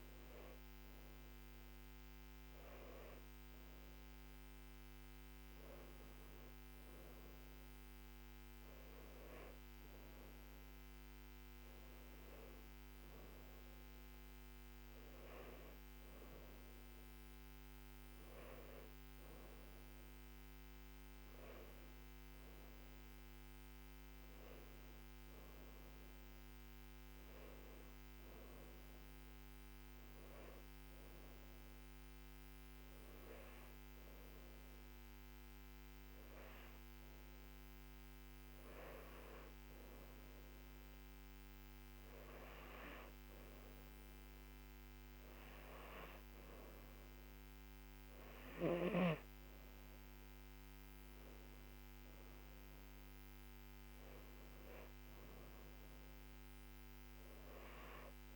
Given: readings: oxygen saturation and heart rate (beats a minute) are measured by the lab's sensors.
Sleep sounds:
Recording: breathing in sleep, hard to hear, by a microphone on the trachea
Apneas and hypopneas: 1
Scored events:
32.00-46.50 s: hypopnea (oxygen 95% before, 93% lowest, heart rate 80 before, 77 extreme, up 5 after)
48.50-52.00 s: arousal
From the record:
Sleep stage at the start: N2 (light sleep)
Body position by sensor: on the left side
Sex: female

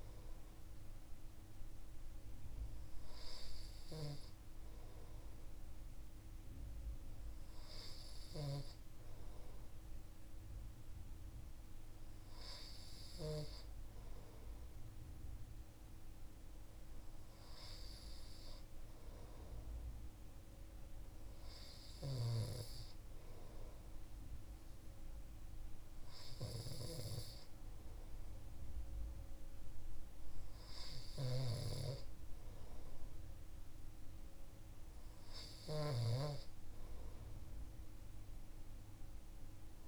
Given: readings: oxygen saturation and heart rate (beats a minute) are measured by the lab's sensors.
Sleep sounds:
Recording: breathing in sleep by a room microphone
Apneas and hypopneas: none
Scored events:
21.50-36.00 s: snoring (device-marked)
From the record:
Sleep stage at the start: N2 (light sleep)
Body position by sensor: on the right side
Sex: male

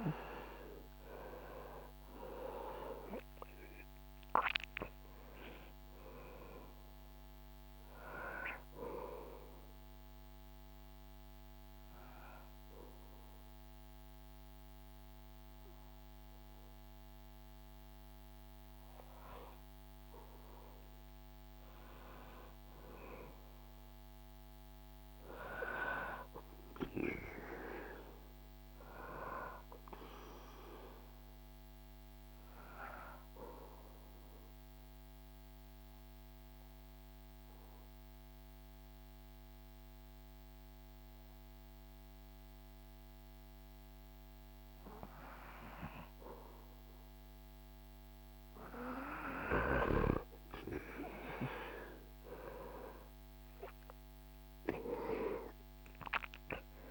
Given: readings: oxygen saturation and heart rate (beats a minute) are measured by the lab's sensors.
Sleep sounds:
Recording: breathing in sleep by a microphone on the trachea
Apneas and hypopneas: 2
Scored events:
0.00-2.00 s: arousal
5.50-19.50 s: oxygen desaturation (device-marked, oxygen 98% before, 93% lowest, heart rate 76 before, 68 extreme)
8.00-19.00 s: obstructive apnea (oxygen 98% before, 93% lowest, heart rate 77 before, 70 extreme, up 7 after)
21.00-25.00 s: arousal
30.50-46.00 s: obstructive apnea (oxygen 98% before, 93% lowest, heart rate 76 before, 67 extreme, up 11 after)
49.00-54.00 s: arousal
54.50-56.91 s: oxygen desaturation (device-marked, oxygen 97% before, 93% lowest, heart rate 71 before, 67 extreme)
From the record:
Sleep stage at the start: REM sleep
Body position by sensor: on the back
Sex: male

